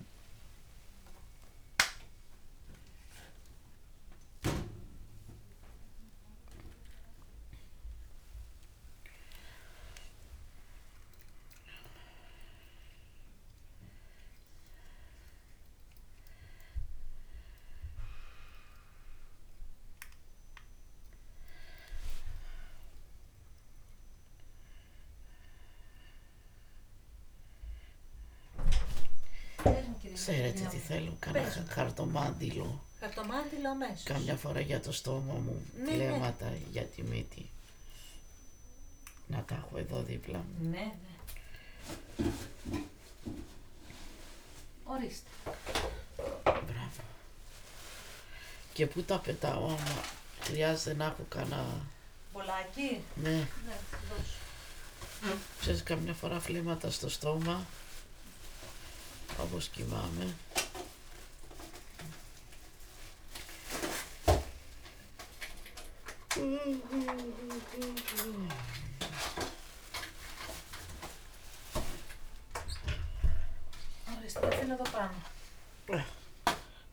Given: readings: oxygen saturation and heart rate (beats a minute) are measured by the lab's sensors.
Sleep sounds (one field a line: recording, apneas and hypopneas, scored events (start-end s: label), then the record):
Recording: a person awake in a sleep study, by a room microphone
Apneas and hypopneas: none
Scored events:
48.50-53.50 s: snoring (device-marked)
From the record:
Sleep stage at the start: awake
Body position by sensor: on the back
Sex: female